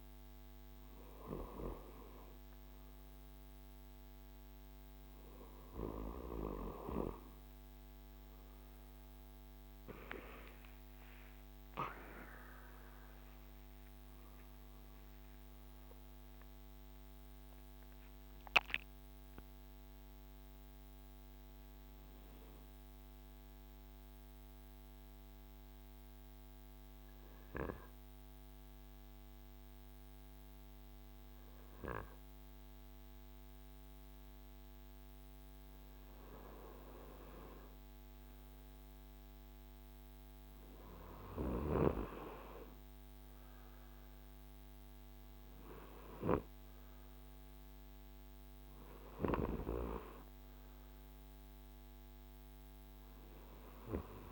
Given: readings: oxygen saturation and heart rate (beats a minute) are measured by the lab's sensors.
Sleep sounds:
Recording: breathing in sleep by a microphone on the trachea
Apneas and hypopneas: 1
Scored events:
12.00-17.50 s: arousal
22.00-37.00 s: obstructive apnea (oxygen 95% before, 93% lowest, heart rate 62 before, 54 extreme, up 1 after)
38.50-41.50 s: arousal
52.50-54.32 s: oxygen desaturation (device-marked, oxygen 97% before, 93% lowest, heart rate 55 before, 53 extreme)
From the record:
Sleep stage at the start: N2 (light sleep)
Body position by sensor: on the right side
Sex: male

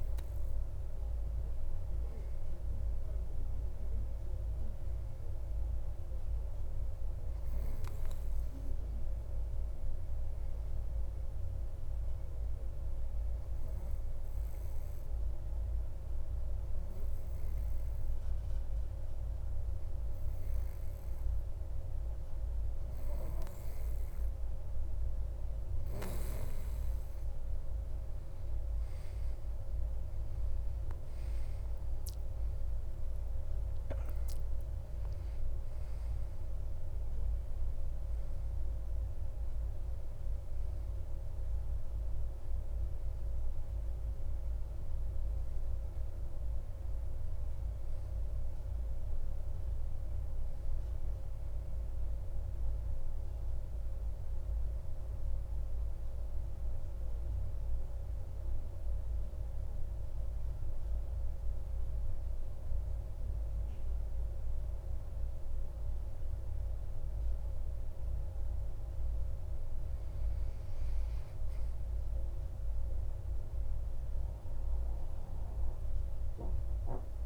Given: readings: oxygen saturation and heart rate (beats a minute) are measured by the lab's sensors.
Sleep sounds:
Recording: breathing in sleep, hard to hear, by a room microphone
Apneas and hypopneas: 2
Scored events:
12.50-24.00 s: hypopnea (oxygen 95% before, 92% lowest)
31.50-35.50 s: arousal
57.00-68.50 s: hypopnea (oxygen 94% before, 93% lowest)
71.50-75.00 s: arousal
From the record:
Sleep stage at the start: N2 (light sleep)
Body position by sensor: on the back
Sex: male

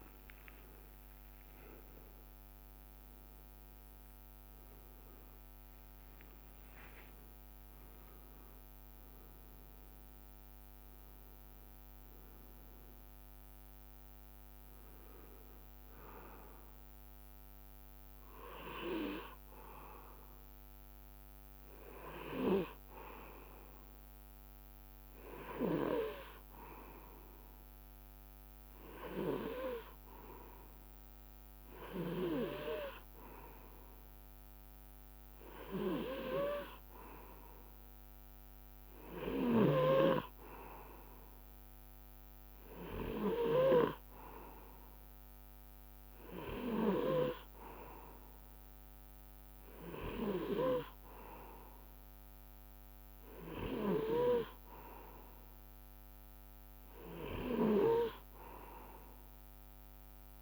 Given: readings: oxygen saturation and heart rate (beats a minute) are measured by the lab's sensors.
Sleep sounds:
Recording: breathing in sleep by a microphone on the trachea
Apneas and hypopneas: none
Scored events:
0.00-1.00 s: long interval between heartbeats (device-marked, heart rate 94 extreme)
0.00-3.50 s: tachycardia (device-marked, heart rate 115 extreme)
5.00-7.00 s: long interval between heartbeats (device-marked, heart rate 80 before, 104 extreme)
27.50-29.50 s: long interval between heartbeats (device-marked, heart rate 76 before, 73 extreme)
From the record:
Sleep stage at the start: N2 (light sleep)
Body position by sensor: on the right side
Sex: male

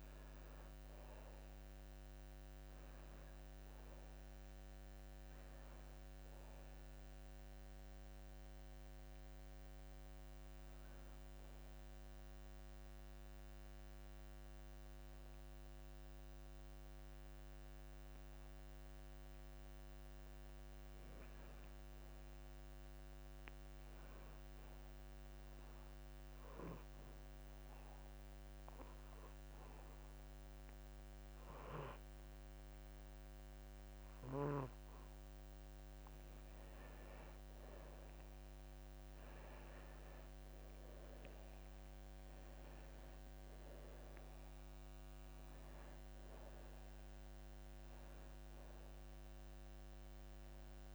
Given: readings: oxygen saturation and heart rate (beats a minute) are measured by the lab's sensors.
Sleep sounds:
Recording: breathing in sleep, hard to hear, by a microphone on the trachea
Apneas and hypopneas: 2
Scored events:
0.00-3.00 s: oxygen desaturation (device-marked, oxygen 93% lowest, heart rate 26 extreme)
3.00-5.00 s: long interval between heartbeats (device-marked, heart rate 40 before, 40 extreme)
8.00-10.00 s: long interval between heartbeats (device-marked, heart rate 41 before, 49 extreme)
8.50-19.50 s: hypopnea (oxygen 95% before, 89% lowest, heart rate 41 before, 29 extreme, up 21 after)
18.50-20.50 s: long interval between heartbeats (device-marked, heart rate 37 before, 38 extreme)
20.50-22.50 s: long interval between heartbeats (device-marked, heart rate 38 before, 47 extreme)
21.50-24.50 s: arousal
22.50-24.50 s: long interval between heartbeats (device-marked, heart rate 40 before, 50 extreme)
27.00-38.00 s: hypopnea (oxygen 95% before, 89% lowest)
28.00-30.00 s: long interval between heartbeats (device-marked, heart rate 41 before, 40 extreme)
36.00-38.00 s: long interval between heartbeats (device-marked, heart rate 40 before, 43 extreme)
40.50-45.00 s: arousal
42.00-50.95 s: oxygen desaturation (device-marked, oxygen 95% before, 89% lowest)
From the record:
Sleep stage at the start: N2 (light sleep)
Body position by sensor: on the back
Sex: male

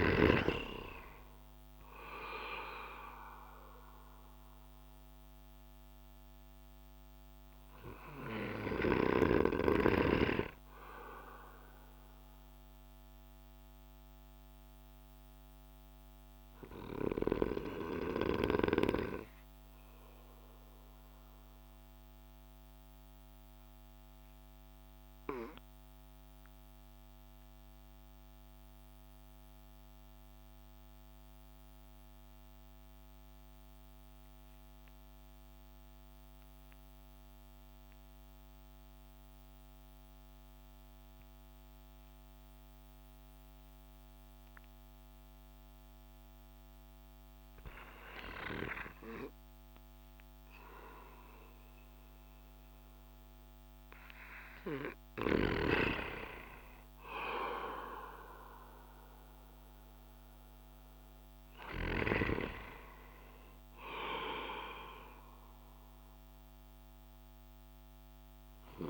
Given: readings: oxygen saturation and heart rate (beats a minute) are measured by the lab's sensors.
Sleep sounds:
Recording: breathing in sleep by a microphone on the trachea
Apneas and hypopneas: 1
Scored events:
0.00-24.50 s: oxygen desaturation (device-marked, oxygen 89% lowest)
18.00-46.50 s: obstructive apnea (oxygen 95% before, 89% lowest)
45.50-68.90 s: oxygen desaturation (device-marked, oxygen 98% before, 89% lowest)
47.50-53.50 s: arousal
From the record:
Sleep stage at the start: REM sleep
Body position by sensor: on the back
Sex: male

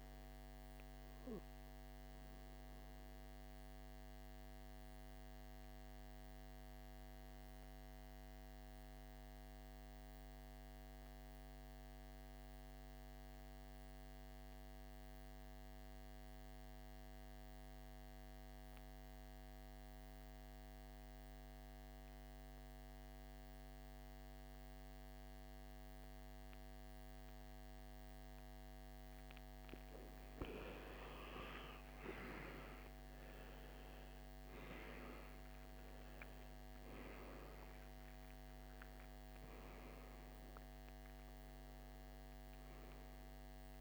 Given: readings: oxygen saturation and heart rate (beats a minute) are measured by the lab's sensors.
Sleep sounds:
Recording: breathing in sleep by a microphone on the trachea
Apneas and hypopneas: 1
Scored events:
0.00-10.50 s: oxygen desaturation (device-marked, oxygen 85% lowest, heart rate 53 extreme)
5.50-29.00 s: mixed apnea (oxygen 99% before, 84% lowest, heart rate 66 before, 53 extreme, up 19 after)
26.50-43.81 s: oxygen desaturation (device-marked, oxygen 98% before, 84% lowest, heart rate 55 before, 52 extreme)
30.50-34.00 s: arousal
From the record:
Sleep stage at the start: N2 (light sleep)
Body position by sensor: on the back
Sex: male

